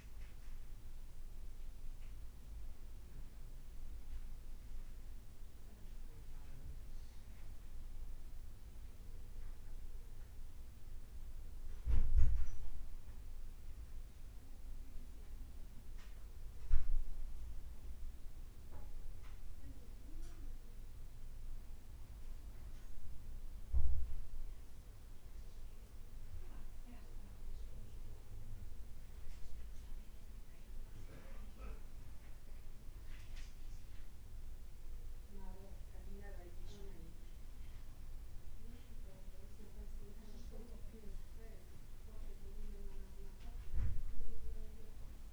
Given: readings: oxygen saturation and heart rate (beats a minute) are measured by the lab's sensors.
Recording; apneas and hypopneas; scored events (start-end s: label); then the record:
breathing in sleep by a room microphone; none
3.00-9.00 s: leg movement (device-marked)
14.50-21.50 s: leg movement (device-marked)
28.00-34.00 s: leg movement (device-marked)
37.00-45.32 s: leg movement (device-marked)
From the record:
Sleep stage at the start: N2 (light sleep); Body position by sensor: on the back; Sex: male